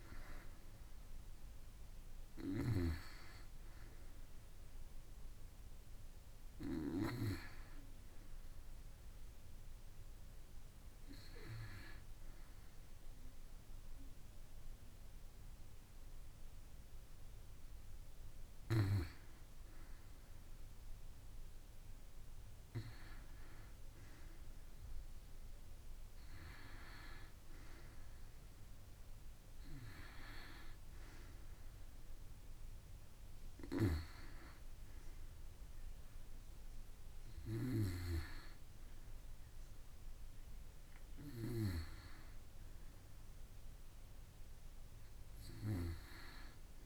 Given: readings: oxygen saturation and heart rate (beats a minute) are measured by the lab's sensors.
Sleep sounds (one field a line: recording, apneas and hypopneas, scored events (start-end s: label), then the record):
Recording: breathing in sleep by a room microphone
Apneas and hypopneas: none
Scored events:
0.00-7.50 s: oxygen desaturation (device-marked, oxygen 91% lowest, heart rate 51 extreme)
14.50-36.50 s: oxygen desaturation (device-marked, oxygen 94% before, 90% lowest, heart rate 61 before, 51 extreme)
From the record:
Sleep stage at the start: N2 (light sleep)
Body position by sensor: on the back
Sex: female